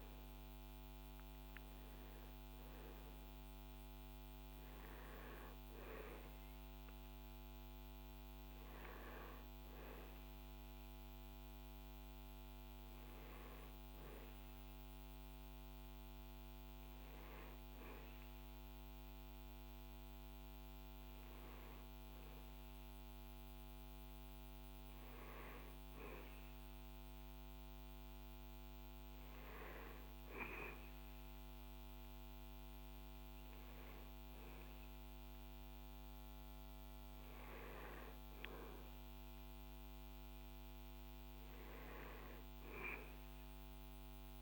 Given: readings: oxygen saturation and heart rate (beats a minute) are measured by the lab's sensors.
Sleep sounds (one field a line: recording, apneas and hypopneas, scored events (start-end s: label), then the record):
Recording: breathing in sleep by a microphone on the trachea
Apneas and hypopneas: none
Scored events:
0.00-1.50 s: arousal
2.00-16.00 s: oxygen desaturation (device-marked, oxygen 96% before, 93% lowest, heart rate 70 before, 73 extreme)
From the record:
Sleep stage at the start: N1 (lightest sleep)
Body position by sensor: on the back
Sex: male